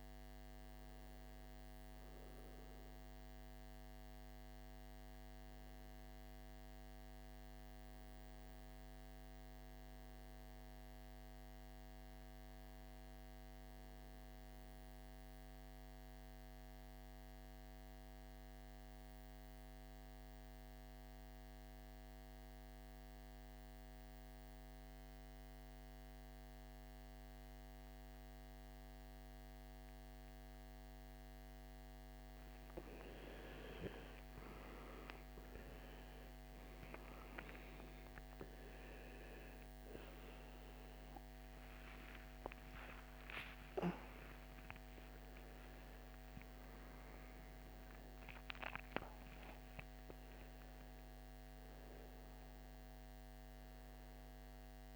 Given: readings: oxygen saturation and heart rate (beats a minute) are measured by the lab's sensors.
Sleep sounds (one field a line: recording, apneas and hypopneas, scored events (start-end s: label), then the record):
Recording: breathing in sleep, hard to hear, by a microphone on the trachea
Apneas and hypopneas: 1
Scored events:
0.00-7.00 s: oxygen desaturation (device-marked, oxygen 89% lowest, heart rate 51 extreme)
8.50-31.00 s: obstructive apnea (oxygen 98% before, 86% lowest, heart rate 69 before, 51 extreme, up 16 after)
30.00-54.96 s: oxygen desaturation (device-marked, oxygen 98% before, 86% lowest, heart rate 55 before, 51 extreme)
41.00-47.50 s: arousal
From the record:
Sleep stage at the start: N2 (light sleep)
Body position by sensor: on the right side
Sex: male